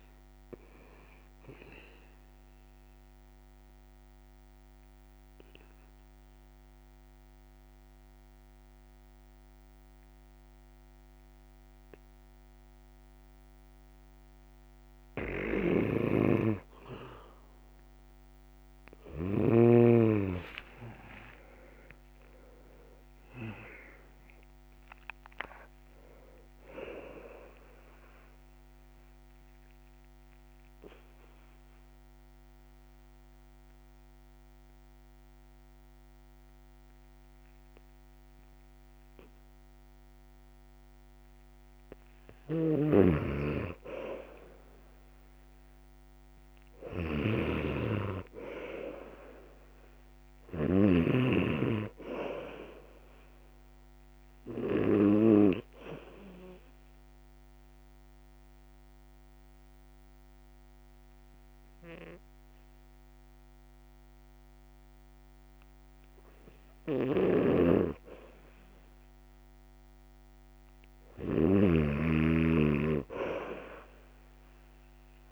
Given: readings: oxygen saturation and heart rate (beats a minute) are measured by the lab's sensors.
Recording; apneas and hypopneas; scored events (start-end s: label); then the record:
breathing in sleep by a microphone on the trachea; 3
3.00-15.50 s: obstructive apnea (oxygen 96% before, 90% lowest, heart rate 72 before, 62 extreme, up 3 after)
15.00-19.50 s: snoring (device-marked)
19.50-24.00 s: arousal
28.00-41.50 s: obstructive apnea (oxygen 98% before, 90% lowest, heart rate 70 before, 62 extreme, up 5 after)
29.00-49.00 s: oxygen desaturation (device-marked, oxygen 98% before, 90% lowest, heart rate 71 before, 62 extreme)
42.00-51.00 s: snoring (device-marked)
43.00-47.50 s: arousal
55.50-67.50 s: mixed apnea (oxygen 98% before, 90% lowest, heart rate 66 before, 63 extreme, up 0 after)
58.00-74.00 s: oxygen desaturation (device-marked, oxygen 98% before, 90% lowest, heart rate 68 before, 63 extreme)
67.00-75.32 s: snoring (device-marked)
73.50-75.32 s: arousal
From the record:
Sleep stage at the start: N2 (light sleep); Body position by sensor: on the back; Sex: male